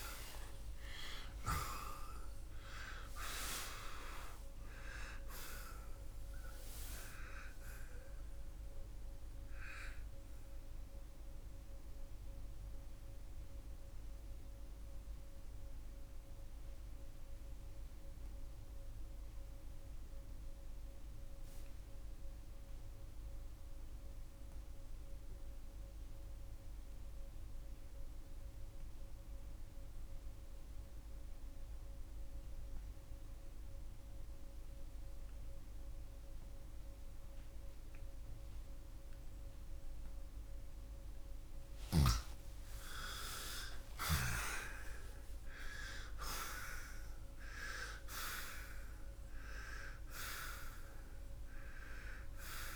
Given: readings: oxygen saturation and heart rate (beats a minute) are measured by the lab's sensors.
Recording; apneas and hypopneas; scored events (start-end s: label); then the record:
breathing in sleep by a room microphone; 1
3.00-11.00 s: oxygen desaturation (device-marked, oxygen 94% before, 91% lowest, heart rate 91 before, 60 extreme)
13.00-40.00 s: mixed apnea (oxygen 94% before, 82% lowest, heart rate 97 before, 60 extreme, up 54 after)
20.00-41.00 s: oxygen desaturation (device-marked, oxygen 92% before, 82% lowest, heart rate 84 before, 66 extreme)
42.00-47.00 s: arousal
From the record:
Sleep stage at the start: N2 (light sleep); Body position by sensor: on the back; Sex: male